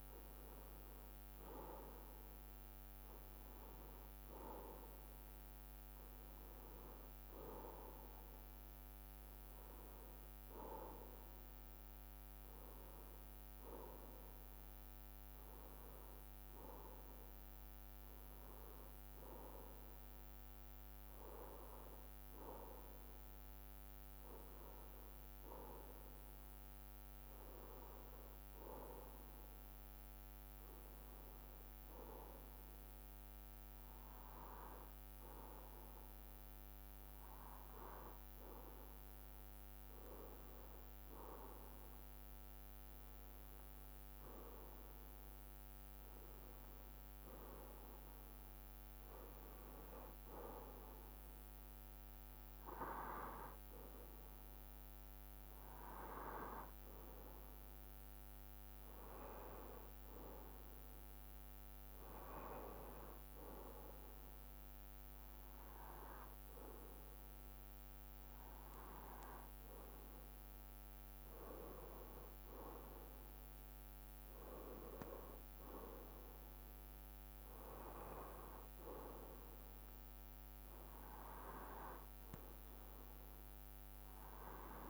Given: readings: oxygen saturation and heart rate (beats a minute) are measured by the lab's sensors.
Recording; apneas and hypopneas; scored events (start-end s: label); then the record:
breathing in sleep by a microphone on the trachea; none
0.00-1.00 s: bradycardia (device-marked, heart rate 60 extreme)
49.00-55.00 s: bradycardia (device-marked, heart rate 58 before, 59 extreme)
63.00-69.00 s: bradycardia (device-marked, heart rate 58 before, 58 extreme)
63.00-84.90 s: new sleep stage, N2 (light sleep)
From the record:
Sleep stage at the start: N1 (lightest sleep); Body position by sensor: on the left side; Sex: male